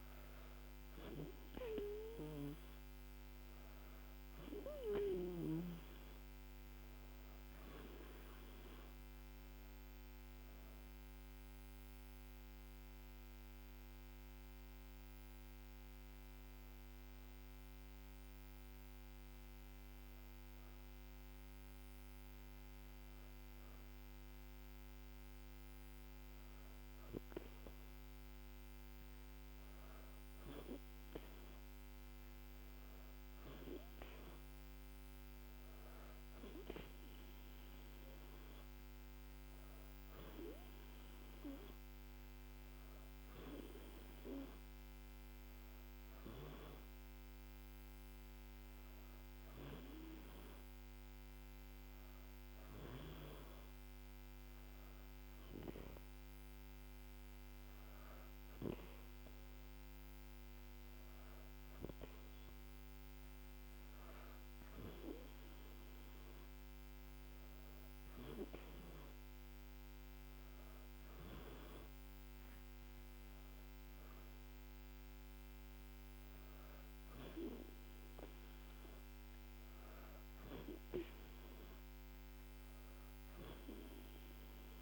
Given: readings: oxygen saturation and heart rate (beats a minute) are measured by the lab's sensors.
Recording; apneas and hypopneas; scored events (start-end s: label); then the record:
breathing in sleep by a microphone on the trachea; none
none scored
From the record:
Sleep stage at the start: N2 (light sleep); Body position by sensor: on the back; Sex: female